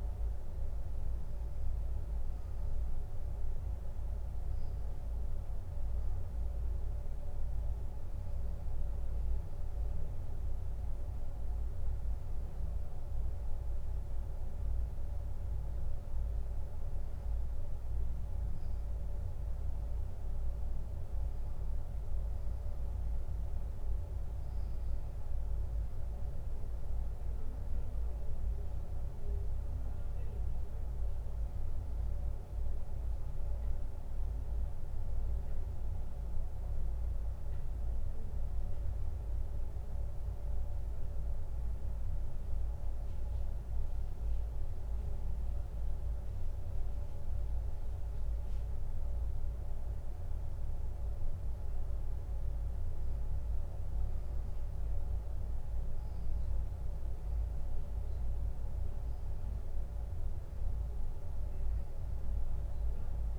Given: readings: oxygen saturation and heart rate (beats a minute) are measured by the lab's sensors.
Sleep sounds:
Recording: breathing in sleep, hard to hear, by a room microphone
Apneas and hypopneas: none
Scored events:
37.00-43.00 s: bradycardia (device-marked)
61.00-63.39 s: bradycardia (device-marked)
From the record:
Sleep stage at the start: N2 (light sleep)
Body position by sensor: on the back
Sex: male

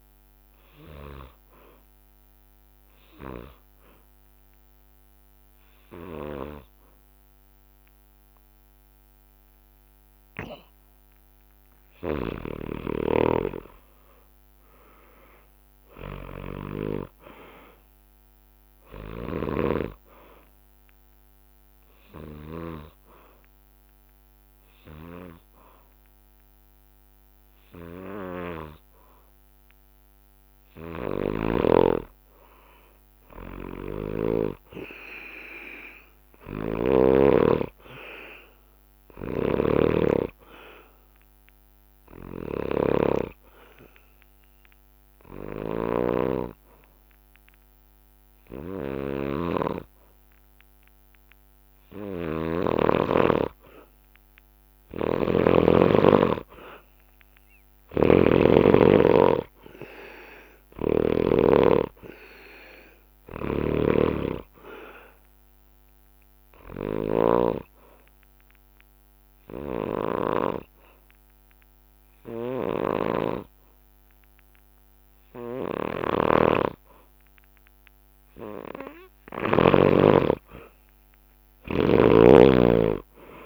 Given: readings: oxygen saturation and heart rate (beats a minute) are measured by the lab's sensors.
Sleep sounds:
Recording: breathing in sleep by a microphone on the trachea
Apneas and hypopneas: 4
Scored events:
0.00-5.00 s: bradycardia (device-marked, heart rate 58 extreme)
2.50-13.00 s: obstructive apnea (oxygen 97% before, 92% lowest, heart rate 62 before, 60 extreme, up 12 after)
4.00-16.00 s: oxygen desaturation (device-marked, oxygen 97% before, 93% lowest, heart rate 62 before, 61 extreme)
12.00-20.00 s: drop in pulse transit time (device-marked, heart rate 62 before, 64 extreme)
15.00-18.00 s: arousal
21.00-31.00 s: obstructive apnea (oxygen 97% before, 92% lowest, heart rate 64 before, 59 extreme, up 9 after)
31.00-39.00 s: oxygen desaturation (device-marked, oxygen 96% before, 92% lowest, heart rate 65 before, 59 extreme)
33.50-37.00 s: snoring (device-marked)
34.00-37.50 s: arousal
38.00-41.00 s: bradycardia (device-marked, heart rate 65 before, 63 extreme)
39.00-52.50 s: snoring (device-marked)
41.50-52.50 s: obstructive apnea (oxygen 97% before, 91% lowest, heart rate 64 before, 59 extreme, up 8 after)
54.50-61.00 s: snoring (device-marked)
55.00-58.50 s: arousal
63.00-79.50 s: snoring (device-marked)
64.00-83.46 s: oxygen desaturation (device-marked, oxygen 96% before, 92% lowest, heart rate 64 before, 58 extreme)
66.50-78.50 s: obstructive apnea (oxygen 97% before, 91% lowest, heart rate 66 before, 58 extreme, up 13 after)
67.00-71.00 s: bradycardia (device-marked, heart rate 65 before, 59 extreme)
From the record:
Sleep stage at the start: N2 (light sleep)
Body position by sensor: on the back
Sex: male

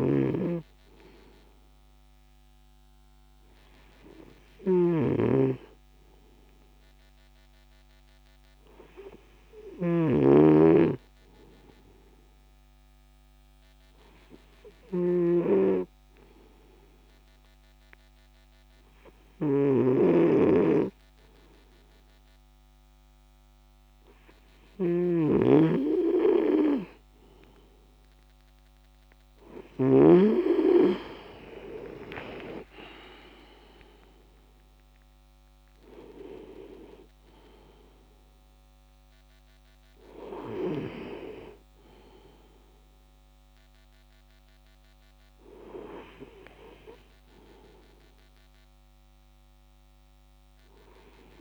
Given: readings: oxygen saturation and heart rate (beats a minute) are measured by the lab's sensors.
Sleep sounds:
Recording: breathing in sleep by a microphone on the trachea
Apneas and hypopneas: 1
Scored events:
13.50-26.50 s: hypopnea (oxygen 96% before, 93% lowest)
31.00-36.50 s: arousal
From the record:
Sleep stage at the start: N2 (light sleep)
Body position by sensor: on the right side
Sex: male

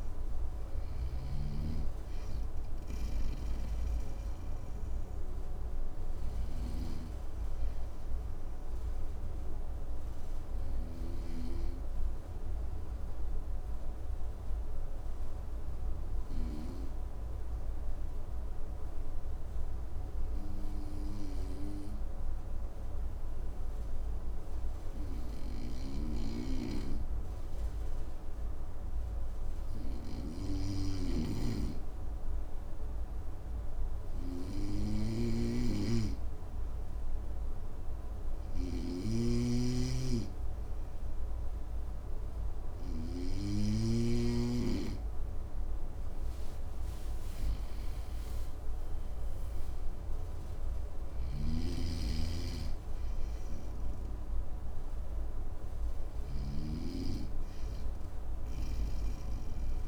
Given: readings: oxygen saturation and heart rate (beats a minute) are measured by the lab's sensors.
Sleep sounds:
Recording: breathing in sleep by a room microphone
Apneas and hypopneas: 1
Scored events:
0.00-6.00 s: snoring (device-marked)
0.00-16.50 s: oxygen desaturation (device-marked, oxygen 94% lowest, heart rate 54 extreme)
6.50-37.50 s: obstructive apnea (oxygen 99% before, 94% lowest, heart rate 58 before, 54 extreme, up 3 after)
30.00-42.50 s: snoring (device-marked)
39.50-56.50 s: oxygen desaturation (device-marked, oxygen 98% before, 94% lowest, heart rate 56 before, 55 extreme)
42.50-46.50 s: arousal
50.50-59.88 s: snoring (device-marked)
From the record:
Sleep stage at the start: N2 (light sleep)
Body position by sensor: on the front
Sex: male

